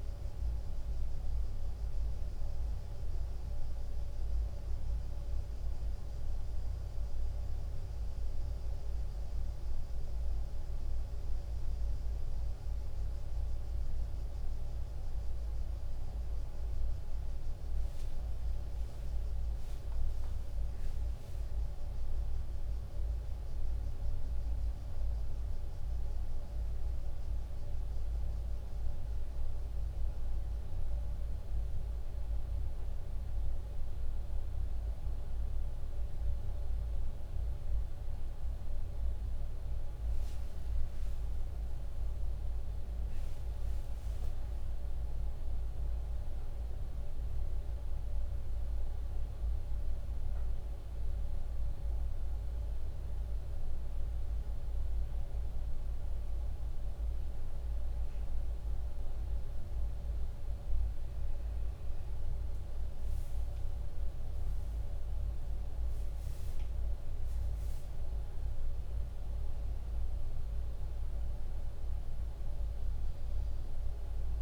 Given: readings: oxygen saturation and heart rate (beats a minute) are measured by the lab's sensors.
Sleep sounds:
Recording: a person partly awake in a sleep study, hard to hear, by a room microphone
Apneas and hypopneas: 1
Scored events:
12.50-42.50 s: new sleep stage, awake
18.50-26.50 s: tachycardia (device-marked, heart rate 99 before, 102 extreme)
42.50-72.50 s: new sleep stage, N1 (lightest sleep)
54.50-68.00 s: hypopnea (oxygen 96% before, 92% lowest, heart rate 99 before, 93 extreme, up 0 after)
71.00-74.42 s: arousal
72.50-74.42 s: new sleep stage, N2 (light sleep)
From the record:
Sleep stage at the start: N1 (lightest sleep)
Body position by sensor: on the right side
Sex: male

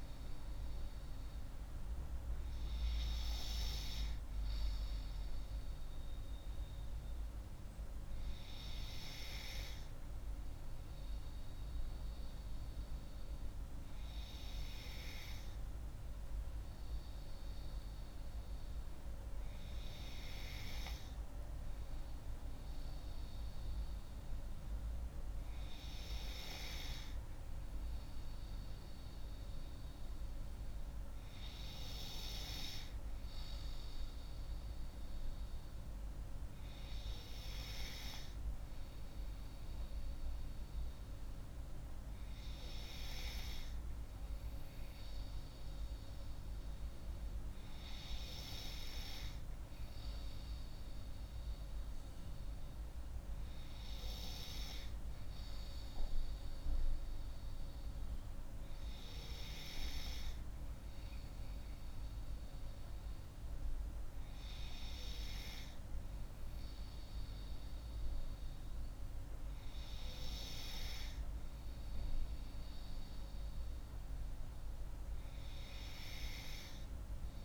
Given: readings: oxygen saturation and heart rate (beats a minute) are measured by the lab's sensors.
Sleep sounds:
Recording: breathing in sleep by a room microphone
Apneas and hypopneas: none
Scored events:
4.50-77.45 s: new sleep stage, N2 (light sleep)
From the record:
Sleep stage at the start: N3 (deep sleep)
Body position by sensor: on the left side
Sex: female

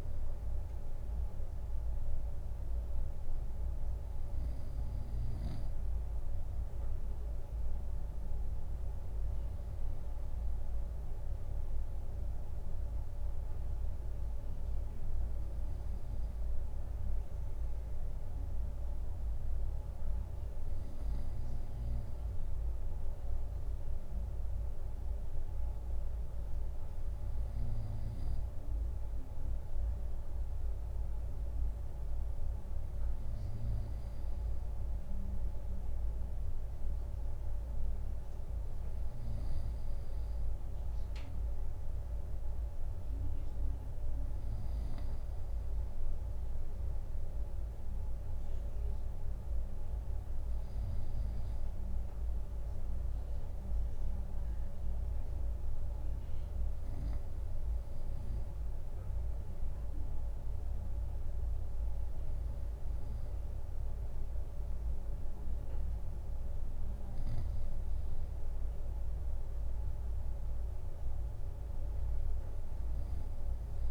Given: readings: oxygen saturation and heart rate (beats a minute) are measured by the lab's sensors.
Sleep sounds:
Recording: breathing in sleep, hard to hear, by a room microphone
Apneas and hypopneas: none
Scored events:
none scored
From the record:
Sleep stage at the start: N2 (light sleep)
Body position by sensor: on the right side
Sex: male

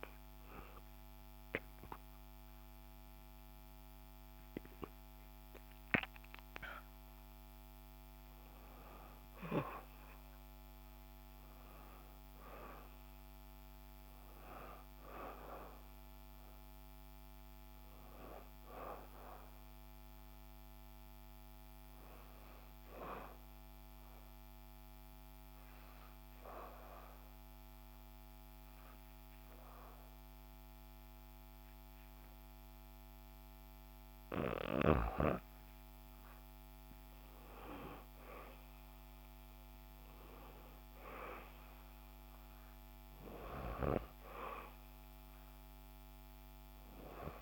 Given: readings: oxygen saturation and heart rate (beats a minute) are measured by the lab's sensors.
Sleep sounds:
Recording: breathing in sleep by a microphone on the trachea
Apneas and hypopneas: 1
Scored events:
6.50-11.50 s: arousal
18.50-32.50 s: obstructive apnea (oxygen 95% before, 91% lowest, heart rate 66 before, 63 extreme, up 3 after)
34.50-39.00 s: arousal
40.50-47.42 s: oxygen desaturation (device-marked, oxygen 95% before, 91% lowest, heart rate 64 before, 63 extreme)
From the record:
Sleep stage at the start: REM sleep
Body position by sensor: on the back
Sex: female

